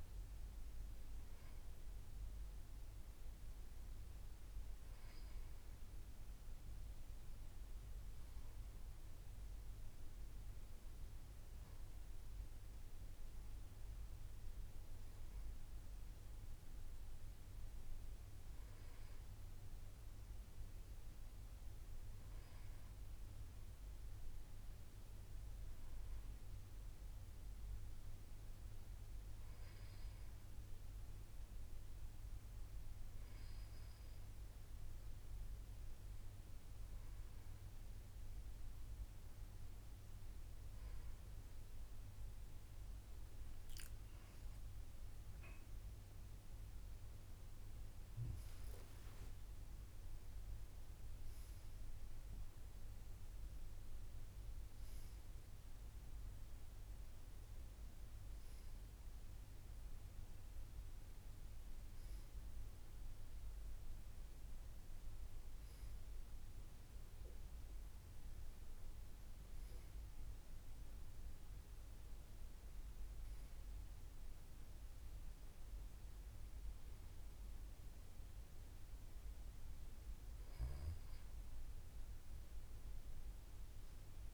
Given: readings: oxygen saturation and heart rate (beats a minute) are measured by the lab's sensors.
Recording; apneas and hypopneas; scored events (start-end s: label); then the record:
breathing in sleep, hard to hear, by a room microphone; none
none scored
From the record:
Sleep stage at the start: N2 (light sleep); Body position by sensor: on the back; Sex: male